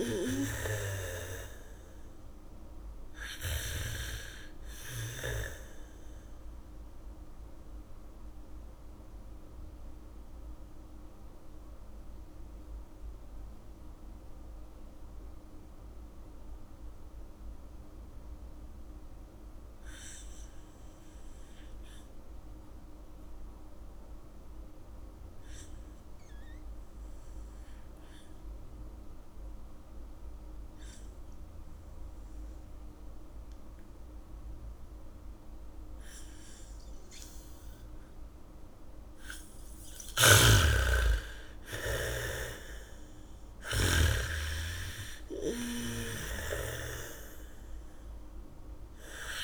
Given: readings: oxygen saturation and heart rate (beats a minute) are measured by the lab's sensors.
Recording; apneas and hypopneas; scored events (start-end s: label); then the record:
breathing in sleep by a room microphone; 1
0.00-2.00 s: bradycardia (device-marked, heart rate 34 extreme)
0.00-21.00 s: oxygen desaturation (device-marked, oxygen 81% lowest, heart rate 34 extreme)
8.00-41.00 s: mixed apnea (oxygen 99% before, 81% lowest, heart rate 55 before, 44 extreme, up 5 after)
35.00-49.44 s: oxygen desaturation (device-marked, oxygen 99% before, 82% lowest, heart rate 73 before, 37 extreme)
36.00-45.00 s: bradycardia (device-marked, heart rate 69 before, 44 extreme)
40.50-44.50 s: snoring (device-marked)
42.50-46.50 s: arousal
46.50-49.44 s: snoring (device-marked)
From the record:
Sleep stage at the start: N2 (light sleep); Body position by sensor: on the back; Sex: female